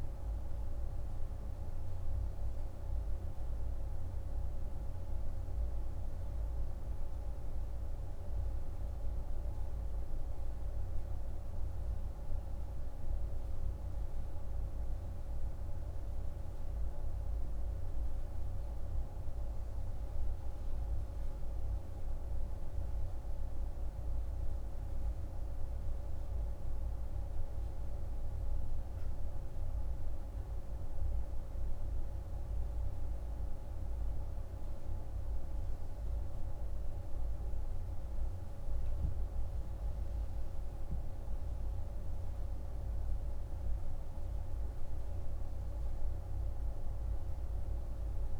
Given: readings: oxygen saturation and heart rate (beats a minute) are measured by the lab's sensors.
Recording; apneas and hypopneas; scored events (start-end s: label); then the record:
breathing in sleep, hard to hear, by a room microphone; none
none scored
From the record:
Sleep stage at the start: N2 (light sleep); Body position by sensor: on the right side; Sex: male